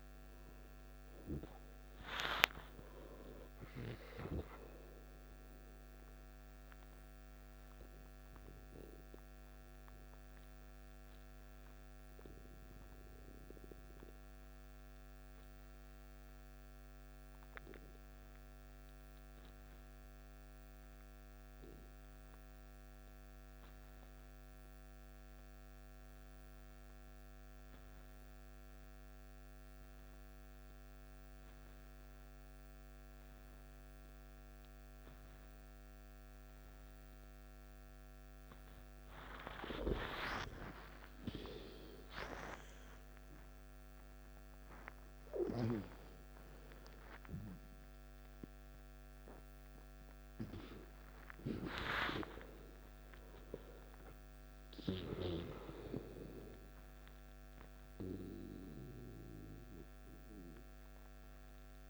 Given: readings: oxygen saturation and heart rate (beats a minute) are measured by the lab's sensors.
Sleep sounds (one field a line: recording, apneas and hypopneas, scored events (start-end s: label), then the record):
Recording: breathing in sleep by a microphone on the trachea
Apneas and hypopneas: 1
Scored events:
4.00-18.00 s: oxygen desaturation (device-marked, oxygen 92% before, 88% lowest, heart rate 68 before, 52 extreme)
9.50-40.50 s: obstructive apnea (oxygen 93% before, 89% lowest, heart rate 69 before, 52 extreme, up 18 after)
15.00-61.90 s: new sleep stage, N2 (light sleep)
36.00-61.90 s: oxygen desaturation (device-marked, oxygen 98% before, 90% lowest, heart rate 53 before, 51 extreme)
41.50-45.50 s: arousal
From the record:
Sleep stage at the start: N1 (lightest sleep)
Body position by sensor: on the back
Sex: male